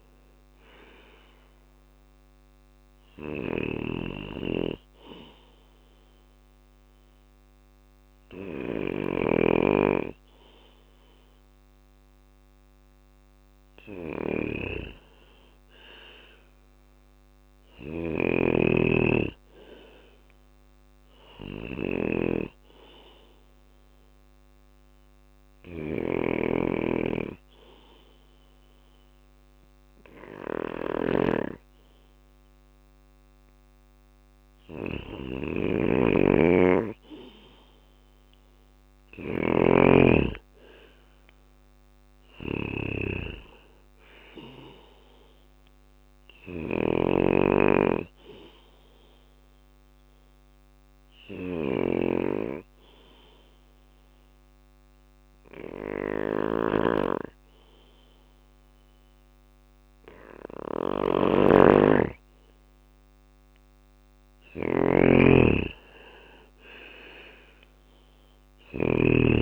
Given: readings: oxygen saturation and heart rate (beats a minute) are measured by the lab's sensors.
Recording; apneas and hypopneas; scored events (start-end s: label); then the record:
breathing in sleep by a microphone on the trachea; 3
0.00-69.42 s: snoring (device-marked)
2.00-8.00 s: bradycardia (device-marked, heart rate 61 before, 58 extreme)
2.00-13.00 s: obstructive apnea (oxygen 99% before, 93% lowest, heart rate 60 before, 59 extreme, up 4 after)
15.50-19.00 s: arousal
22.00-33.50 s: obstructive apnea (oxygen 99% before, 92% lowest, heart rate 60 before, 60 extreme, up 3 after)
37.00-40.00 s: arousal
42.00-61.00 s: oxygen desaturation (device-marked, oxygen 96% before, 93% lowest, heart rate 61 before, 60 extreme)
49.00-62.50 s: obstructive apnea (oxygen 97% before, 92% lowest, heart rate 62 before, 60 extreme, up 4 after)
65.00-68.50 s: arousal
From the record:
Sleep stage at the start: N2 (light sleep); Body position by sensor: on the back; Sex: male